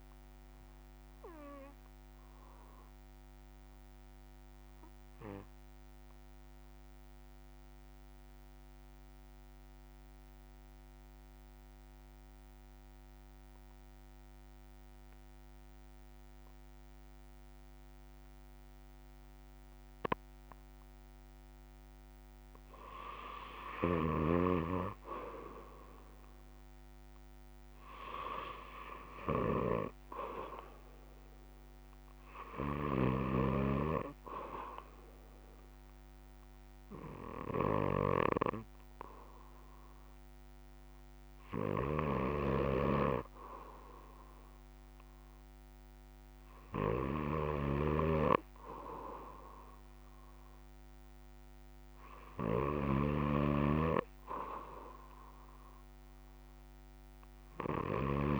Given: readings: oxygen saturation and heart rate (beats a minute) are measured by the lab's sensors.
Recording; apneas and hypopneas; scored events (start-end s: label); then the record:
breathing in sleep by a microphone on the trachea; 1
1.50-22.50 s: obstructive apnea (oxygen 96% before, 89% lowest, heart rate 66 before, 54 extreme, up 0 after)
37.00-53.00 s: oxygen desaturation (device-marked, oxygen 97% before, 89% lowest, heart rate 58 before, 66 extreme)
From the record:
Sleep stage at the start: N2 (light sleep); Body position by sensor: on the back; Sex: male